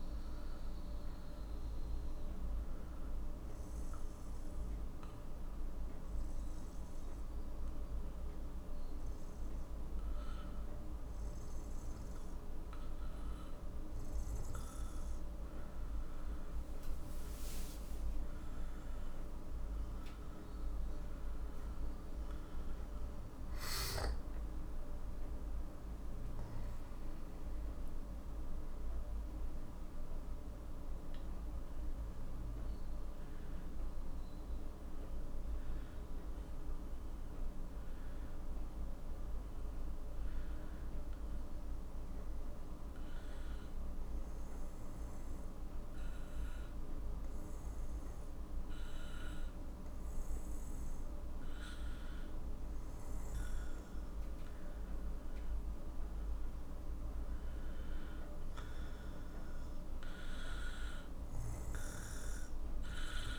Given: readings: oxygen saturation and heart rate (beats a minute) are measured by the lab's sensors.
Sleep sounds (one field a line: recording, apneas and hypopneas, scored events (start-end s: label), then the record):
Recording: breathing in sleep, hard to hear, by a room microphone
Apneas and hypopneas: 2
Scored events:
4.50-18.00 s: obstructive apnea (oxygen 95% before, 91% lowest, heart rate 55 before, 51 extreme, up 11 after)
19.50-24.50 s: arousal
19.50-34.50 s: oxygen desaturation (device-marked, oxygen 94% before, 91% lowest, heart rate 54 before, 52 extreme)
35.00-53.00 s: hypopnea (oxygen 94% before, 91% lowest, heart rate 59 before, 50 extreme, up 7 after)
55.50-60.00 s: arousal
58.50-63.39 s: oxygen desaturation (device-marked, oxygen 95% before, 91% lowest, heart rate 54 before, 50 extreme)
From the record:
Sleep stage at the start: N2 (light sleep)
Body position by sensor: on the back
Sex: male